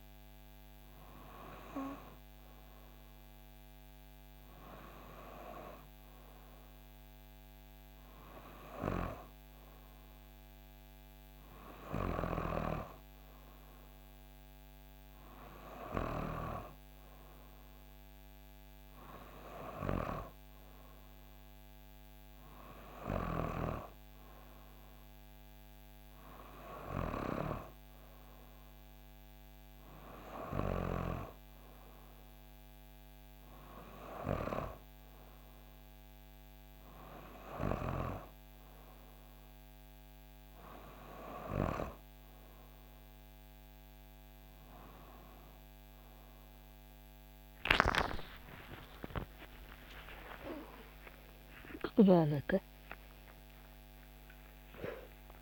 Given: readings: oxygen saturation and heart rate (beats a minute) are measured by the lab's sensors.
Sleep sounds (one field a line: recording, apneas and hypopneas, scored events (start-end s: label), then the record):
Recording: breathing in sleep by a microphone on the trachea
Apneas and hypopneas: none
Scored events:
44.00-55.41 s: new sleep stage, awake
48.00-50.00 s: long interval between heartbeats (device-marked, heart rate 59 before, 88 extreme)
48.00-51.00 s: tachycardia (device-marked, heart rate 59 before, 98 extreme)
51.50-53.50 s: long interval between heartbeats (device-marked, heart rate 64 before, 110 extreme)
From the record:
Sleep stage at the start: N2 (light sleep)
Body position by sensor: on the back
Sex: female